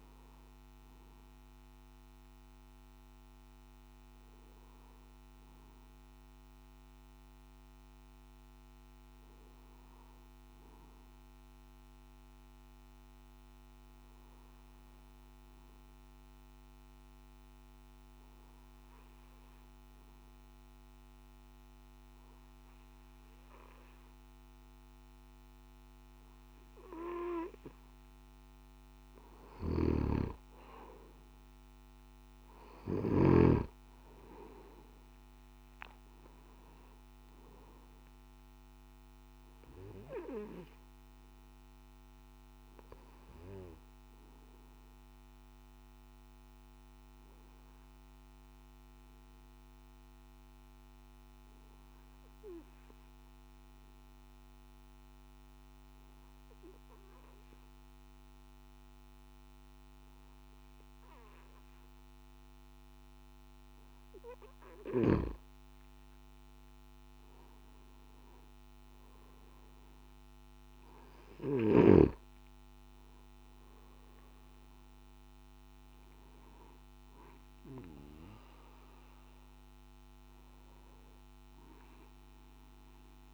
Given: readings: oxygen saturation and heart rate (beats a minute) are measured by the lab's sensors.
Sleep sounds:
breathing in sleep by a microphone on the trachea; 2
0.00-10.50 s: oxygen desaturation (device-marked, oxygen 93% lowest, heart rate 53 extreme)
12.50-27.50 s: obstructive apnea (oxygen 98% before, 93% lowest, heart rate 53 before, 53 extreme, up 3 after)
28.50-40.50 s: oxygen desaturation (device-marked, oxygen 98% before, 94% lowest, heart rate 56 before, 53 extreme)
29.00-33.00 s: snoring (device-marked)
43.50-64.00 s: obstructive apnea (oxygen 98% before, 93% lowest, heart rate 58 before, 52 extreme, up 5 after)
From the record:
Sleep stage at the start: N3 (deep sleep); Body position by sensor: on the back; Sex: male

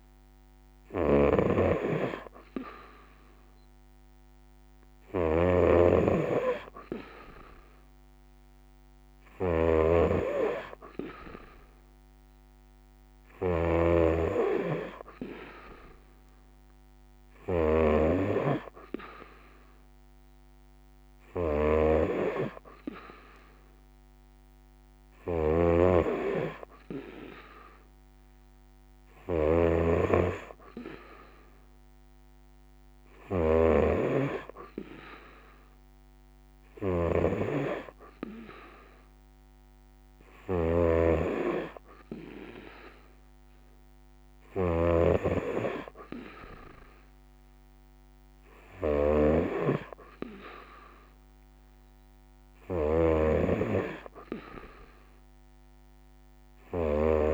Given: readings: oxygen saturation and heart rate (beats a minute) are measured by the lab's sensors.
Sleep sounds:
breathing in sleep by a microphone on the trachea; none
0.00-57.34 s: snoring (device-marked)
From the record:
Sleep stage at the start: N3 (deep sleep); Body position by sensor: on the right side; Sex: female

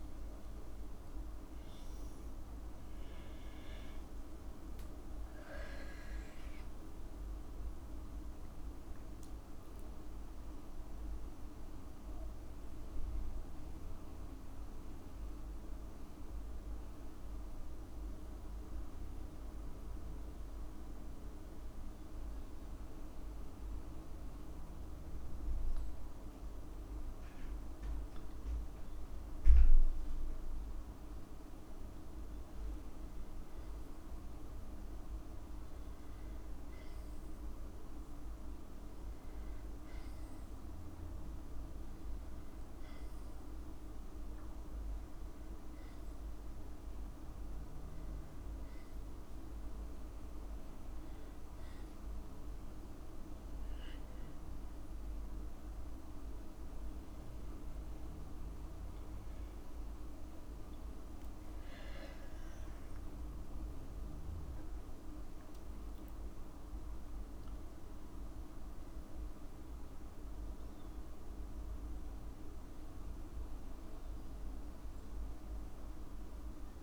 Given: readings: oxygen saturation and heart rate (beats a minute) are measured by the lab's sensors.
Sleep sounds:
breathing in sleep, hard to hear, by a room microphone; 1
2.50-6.50 s: arousal
19.50-32.00 s: hypopnea (oxygen 98% before, 96% lowest, heart rate 60 before, 55 extreme, up 3 after)
33.50-37.50 s: arousal
49.00-51.00 s: long interval between heartbeats (device-marked, heart rate 58 before, 66 extreme)
58.00-62.00 s: arousal
61.00-63.00 s: long interval between heartbeats (device-marked, heart rate 61 before, 66 extreme)
68.50-70.50 s: long interval between heartbeats (device-marked, heart rate 68 before, 71 extreme)
72.50-74.50 s: long interval between heartbeats (device-marked, heart rate 70 before, 86 extreme)
From the record:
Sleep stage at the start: N2 (light sleep); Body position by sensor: on the back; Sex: female

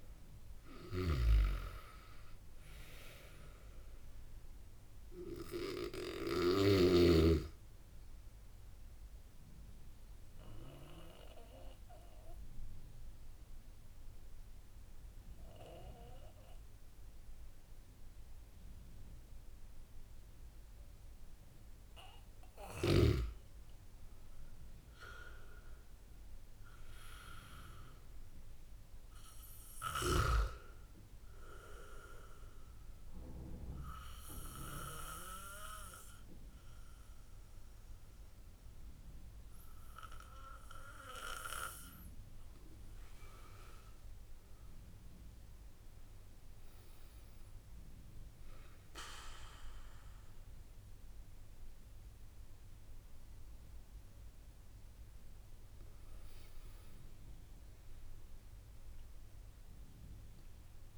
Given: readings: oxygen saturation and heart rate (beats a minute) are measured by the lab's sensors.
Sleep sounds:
breathing in sleep by a room microphone; 2
0.00-1.00 s: arousal
9.00-24.00 s: obstructive apnea (oxygen 98% before, 94% lowest)
26.50-30.00 s: arousal
31.50-42.50 s: obstructive apnea (oxygen 97% before, 95% lowest)
49.00-53.00 s: arousal
From the record:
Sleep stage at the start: N2 (light sleep); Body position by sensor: on the back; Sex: male

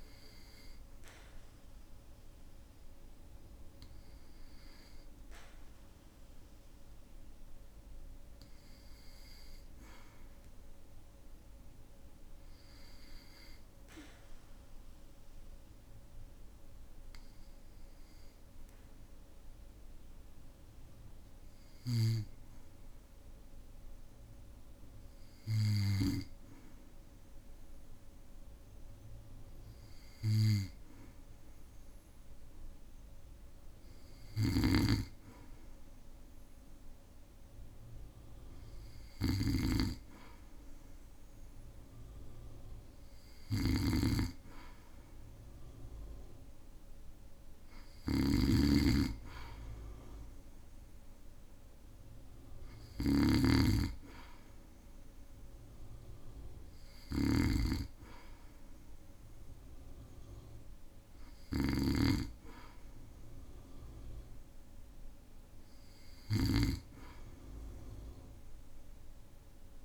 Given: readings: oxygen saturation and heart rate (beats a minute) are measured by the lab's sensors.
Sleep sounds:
breathing in sleep by a room microphone; 1
14.00-26.50 s: obstructive apnea (oxygen 97% before, 96% lowest, heart rate 57 before, 56 extreme, up 1 after)
28.00-32.00 s: arousal
34.00-69.85 s: snoring (device-marked)
From the record:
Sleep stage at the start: N2 (light sleep); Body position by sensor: on the back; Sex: male

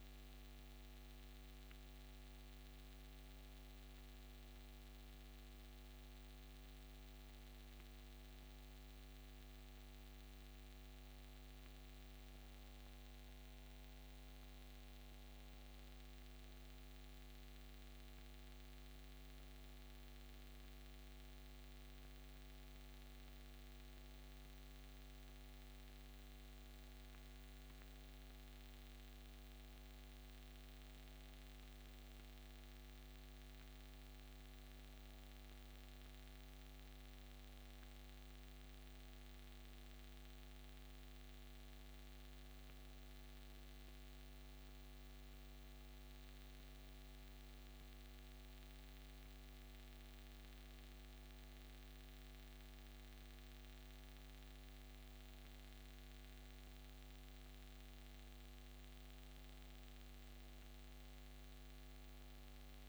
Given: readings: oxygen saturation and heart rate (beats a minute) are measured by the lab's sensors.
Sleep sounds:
breathing in sleep, hard to hear, by a microphone on the trachea; none
none scored
From the record:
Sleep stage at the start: N2 (light sleep); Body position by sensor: on the back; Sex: female

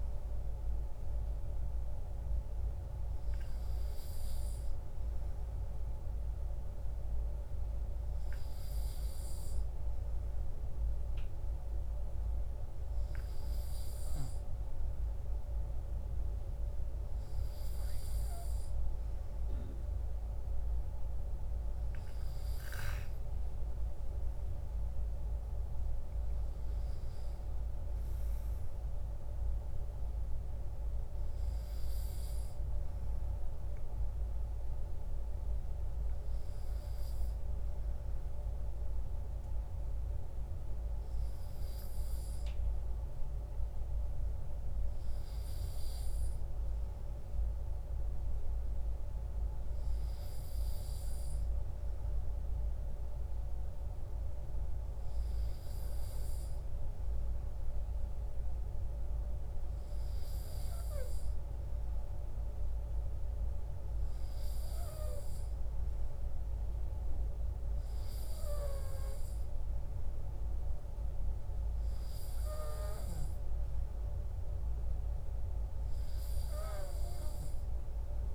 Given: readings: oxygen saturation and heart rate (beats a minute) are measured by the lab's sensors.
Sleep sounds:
breathing in sleep, hard to hear, by a room microphone; none
none scored
From the record:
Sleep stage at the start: N2 (light sleep); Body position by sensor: on the right side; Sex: male

